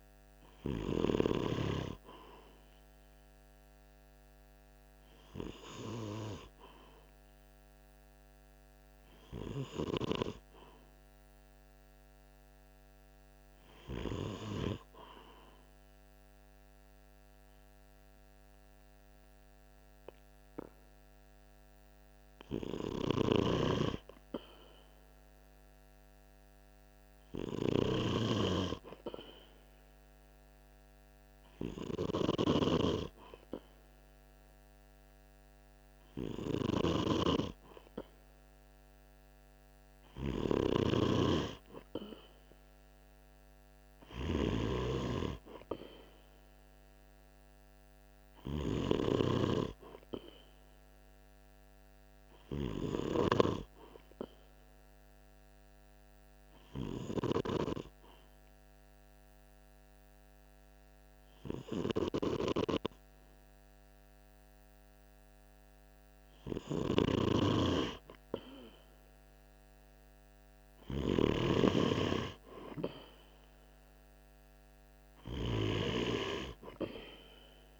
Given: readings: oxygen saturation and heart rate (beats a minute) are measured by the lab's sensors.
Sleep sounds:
breathing in sleep by a microphone on the trachea; 2
4.50-20.50 s: hypopnea (oxygen 96% before, 94% lowest, heart rate 46 before, 46 extreme, up 2 after)
22.00-25.50 s: arousal
55.00-66.00 s: obstructive apnea (oxygen 95% before, 94% lowest, heart rate 47 before, 47 extreme, up 1 after)
69.50-73.00 s: arousal
From the record:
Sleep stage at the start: N2 (light sleep); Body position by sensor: on the right side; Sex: male

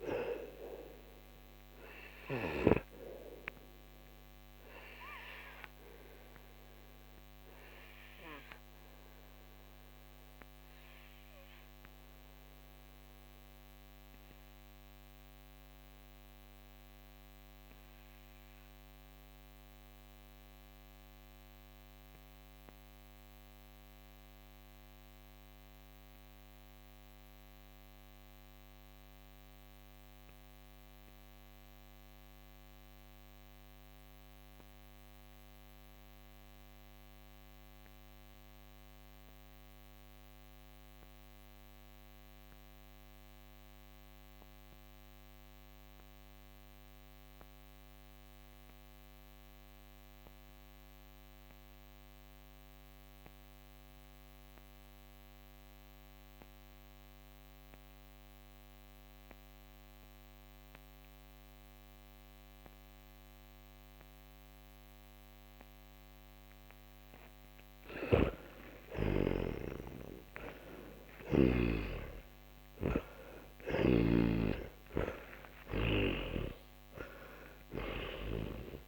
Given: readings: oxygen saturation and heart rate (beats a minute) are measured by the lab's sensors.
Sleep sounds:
breathing in sleep by a microphone on the trachea; 1
0.00-2.50 s: snoring (device-marked)
0.00-31.50 s: oxygen desaturation (device-marked, oxygen 82% lowest, heart rate 41 extreme)
3.00-68.00 s: mixed apnea (oxygen 97% before, 79% lowest, heart rate 66 before, 41 extreme, up 13 after)
53.50-78.88 s: oxygen desaturation (device-marked, oxygen 98% before, 83% lowest, heart rate 53 before, 39 extreme)
67.50-71.50 s: snoring (device-marked)
69.50-75.00 s: arousal
73.50-78.88 s: snoring (device-marked)
From the record:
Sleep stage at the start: N2 (light sleep); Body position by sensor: on the back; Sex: male

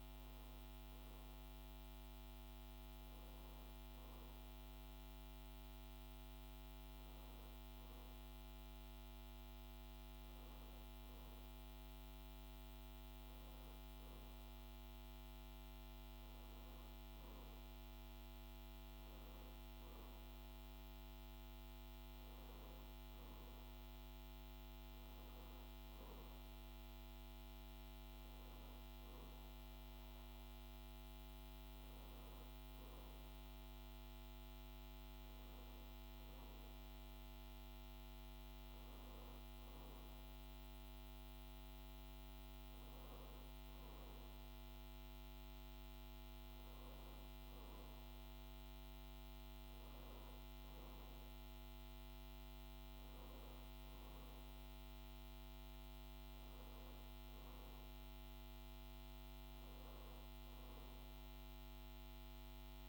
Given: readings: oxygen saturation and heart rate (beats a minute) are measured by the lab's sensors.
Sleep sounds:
breathing in sleep, hard to hear, by a microphone on the trachea; none
none scored
From the record:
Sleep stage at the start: N2 (light sleep); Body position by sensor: on the back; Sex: male

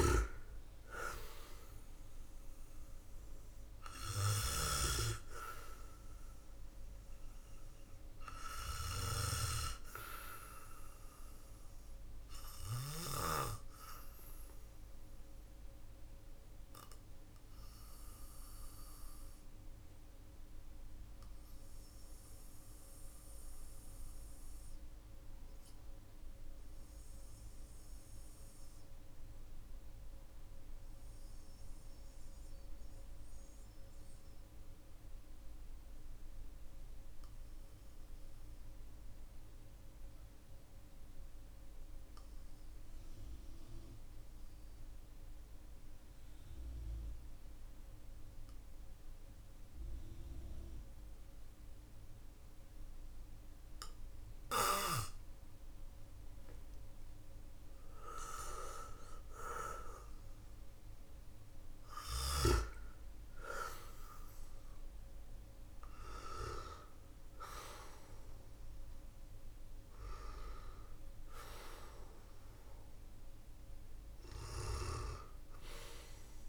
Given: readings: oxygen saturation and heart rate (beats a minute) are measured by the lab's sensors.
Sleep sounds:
breathing in sleep by a room microphone; 1
0.00-12.50 s: snoring (device-marked)
0.00-34.50 s: oxygen desaturation (device-marked, oxygen 93% lowest, heart rate 44 extreme)
18.00-57.50 s: obstructive apnea (oxygen 98% before, 91% lowest, heart rate 50 before, 43 extreme, up 5 after)
55.50-76.49 s: oxygen desaturation (device-marked, oxygen 98% before, 91% lowest, heart rate 52 before, 43 extreme)
59.00-63.00 s: arousal
From the record:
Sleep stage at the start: N2 (light sleep); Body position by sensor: on the back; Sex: male

